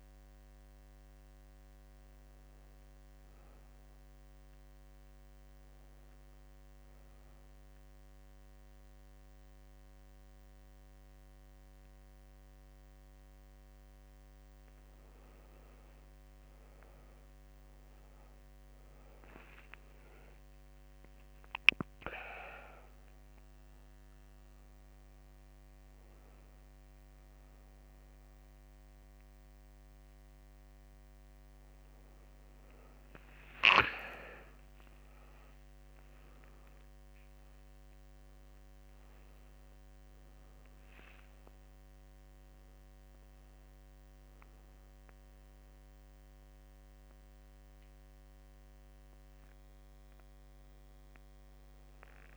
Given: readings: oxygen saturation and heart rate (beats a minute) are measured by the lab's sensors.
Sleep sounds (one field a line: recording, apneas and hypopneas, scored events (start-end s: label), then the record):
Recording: a person awake in a sleep study, by a microphone on the trachea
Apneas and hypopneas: none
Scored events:
23.00-33.00 s: oxygen desaturation (device-marked, oxygen 97% before, 93% lowest, heart rate 90 before, 88 extreme)
From the record:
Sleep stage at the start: awake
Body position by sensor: on the back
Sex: female